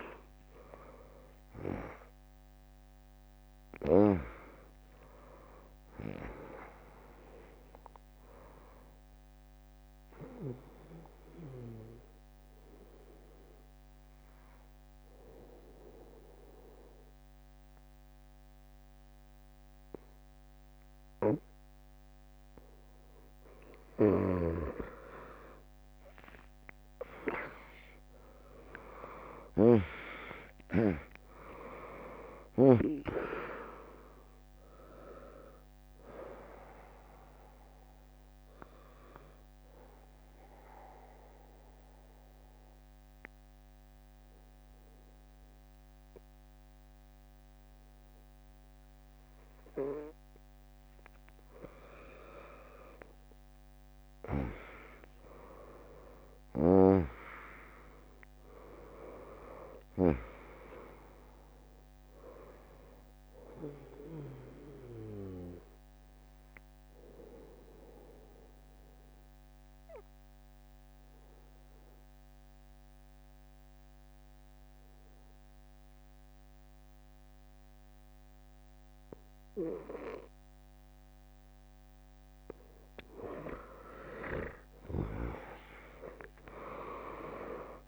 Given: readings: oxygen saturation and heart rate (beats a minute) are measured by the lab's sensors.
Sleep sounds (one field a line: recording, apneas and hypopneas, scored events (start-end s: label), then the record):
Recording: breathing in sleep by a microphone on the trachea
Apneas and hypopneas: 3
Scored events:
0.00-17.00 s: drop in pulse transit time (device-marked, heart rate 65 extreme)
0.00-18.00 s: oxygen desaturation (device-marked, oxygen 100% before, 96% lowest, heart rate 66 before, 57 extreme)
9.00-24.00 s: central apnea (oxygen 100% before, 95% lowest, heart rate 74 before, 57 extreme, up 0 after)
23.00-26.00 s: bradycardia (device-marked, heart rate 74 before, 62 extreme)
25.50-31.00 s: arousal
32.00-49.00 s: drop in pulse transit time (device-marked, heart rate 72 before, 73 extreme)
33.00-54.00 s: oxygen desaturation (device-marked, oxygen 99% before, 95% lowest, heart rate 71 before, 59 extreme)
36.50-51.50 s: mixed apnea (oxygen 99% before, 95% lowest, heart rate 71 before, 59 extreme)
55.50-60.00 s: arousal
64.50-82.50 s: mixed apnea (oxygen 100% before, 95% lowest, heart rate 71 before, 59 extreme, up 12 after)
67.00-69.00 s: bradycardia (device-marked, heart rate 74 before, 66 extreme)
85.00-87.88 s: arousal
From the record:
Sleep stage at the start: N2 (light sleep)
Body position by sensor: on the right side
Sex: female